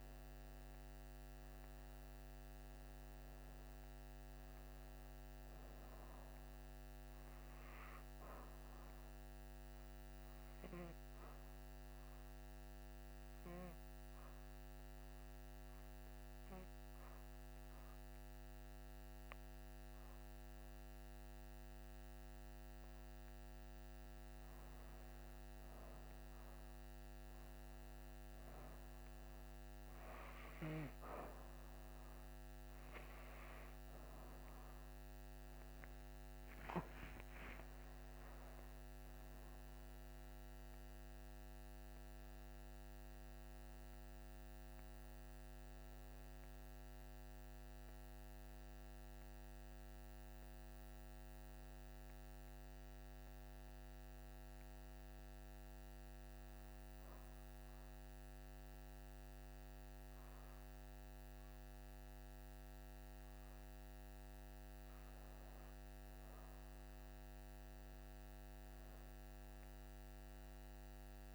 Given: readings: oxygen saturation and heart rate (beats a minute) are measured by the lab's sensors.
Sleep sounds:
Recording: breathing in sleep, hard to hear, by a microphone on the trachea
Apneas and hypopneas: 2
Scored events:
0.00-20.50 s: oxygen desaturation (device-marked, oxygen 91% lowest, heart rate 58 extreme)
8.00-23.00 s: obstructive apnea (oxygen 95% before, 90% lowest, heart rate 68 before, 58 extreme, up 13 after)
25.00-28.50 s: arousal
29.50-47.50 s: oxygen desaturation (device-marked, oxygen 96% before, 90% lowest, heart rate 65 before, 62 extreme)
48.50-52.00 s: arousal
53.50-64.00 s: obstructive apnea (oxygen 96% before, 88% lowest, heart rate 72 before, 62 extreme, up 9 after)
65.50-70.00 s: arousal
From the record:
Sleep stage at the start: N2 (light sleep)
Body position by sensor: on the back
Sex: female

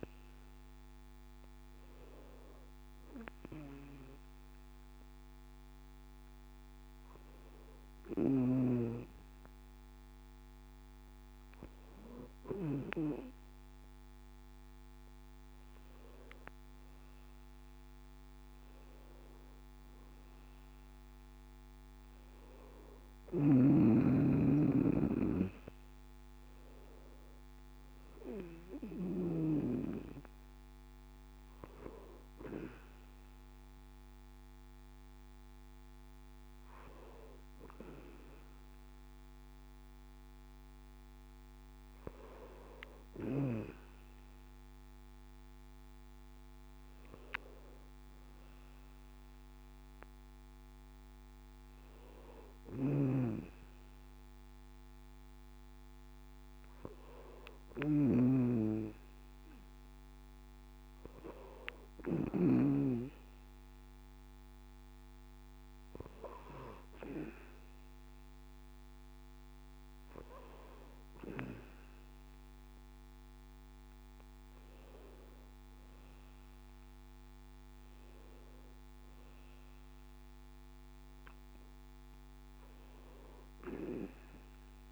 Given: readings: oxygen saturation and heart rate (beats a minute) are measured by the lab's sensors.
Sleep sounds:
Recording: breathing in sleep by a microphone on the trachea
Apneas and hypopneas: none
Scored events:
23.00-29.50 s: snoring (device-marked)
52.50-62.50 s: snoring (device-marked)
From the record:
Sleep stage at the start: N2 (light sleep)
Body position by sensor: on the back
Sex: male

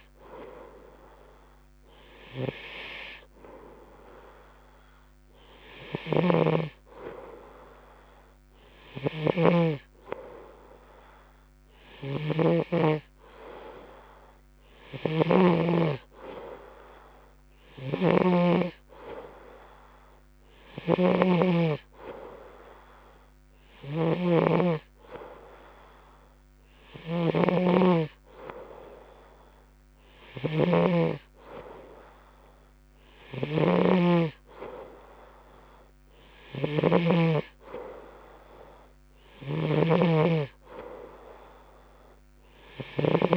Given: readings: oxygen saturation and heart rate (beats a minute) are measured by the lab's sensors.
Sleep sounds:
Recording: breathing in sleep by a microphone on the trachea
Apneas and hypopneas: none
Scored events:
6.50-16.00 s: snoring (device-marked)
18.00-43.37 s: snoring (device-marked)
From the record:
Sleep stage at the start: N2 (light sleep)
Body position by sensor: on the right side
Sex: male

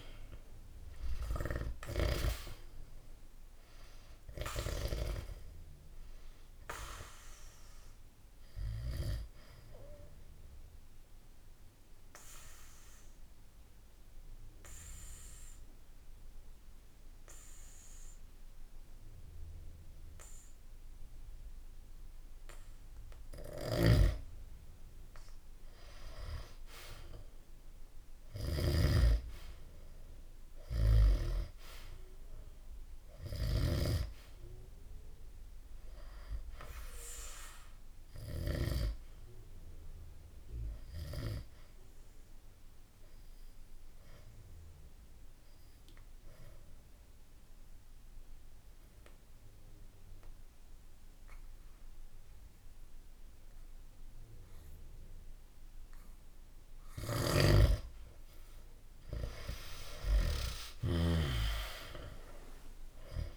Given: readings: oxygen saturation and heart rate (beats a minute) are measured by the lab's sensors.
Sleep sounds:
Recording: breathing in sleep by a room microphone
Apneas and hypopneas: 2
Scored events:
0.00-1.00 s: arousal
1.50-5.00 s: snoring (device-marked)
2.50-25.50 s: oxygen desaturation (device-marked, oxygen 97% before, 91% lowest, heart rate 66 before, 65 extreme)
8.50-22.50 s: obstructive apnea (oxygen 97% before, 91% lowest, heart rate 65 before, 65 extreme, up 2 after)
23.50-28.50 s: snoring (device-marked)
26.50-30.00 s: arousal
32.50-48.50 s: oxygen desaturation (device-marked, oxygen 98% before, 93% lowest, heart rate 67 before, 65 extreme)
39.00-57.00 s: obstructive apnea (oxygen 98% before, 90% lowest, heart rate 66 before, 65 extreme, up 2 after)
59.00-63.00 s: arousal
59.50-63.37 s: snoring (device-marked)
From the record:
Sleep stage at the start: N2 (light sleep)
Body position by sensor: on the back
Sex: male

